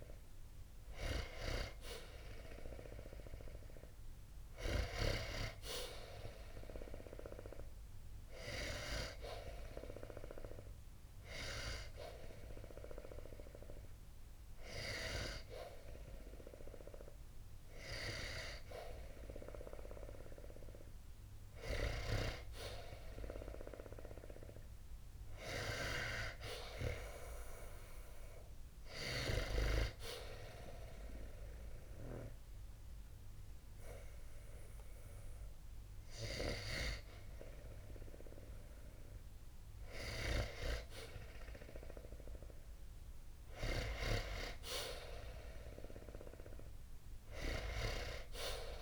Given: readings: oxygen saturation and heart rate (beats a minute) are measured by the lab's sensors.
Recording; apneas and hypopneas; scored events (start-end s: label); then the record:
breathing in sleep by a room microphone; 2
9.50-20.00 s: hypopnea (oxygen 92% before, 91% lowest, heart rate 72 before, 60 extreme, up 16 after)
22.00-25.00 s: arousal
28.50-39.50 s: hypopnea (oxygen 93% before, 90% lowest, heart rate 63 before, 60 extreme, up 0 after)
41.00-44.50 s: arousal
From the record:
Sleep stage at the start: N2 (light sleep); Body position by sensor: on the back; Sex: male